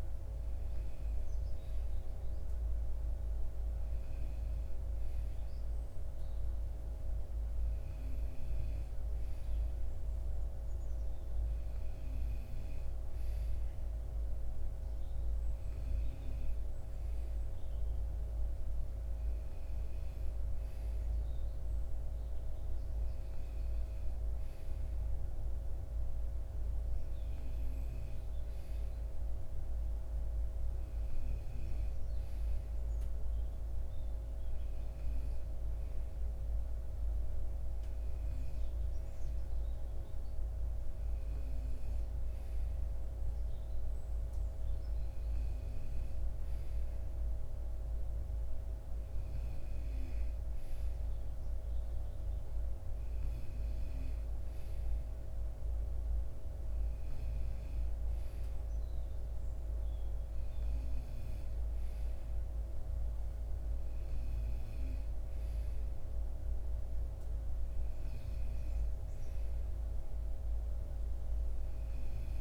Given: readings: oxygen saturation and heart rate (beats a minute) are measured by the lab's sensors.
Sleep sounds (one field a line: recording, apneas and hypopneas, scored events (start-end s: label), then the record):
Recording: breathing in sleep, hard to hear, by a room microphone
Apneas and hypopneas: none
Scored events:
none scored
From the record:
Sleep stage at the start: N2 (light sleep)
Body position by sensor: on the right side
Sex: male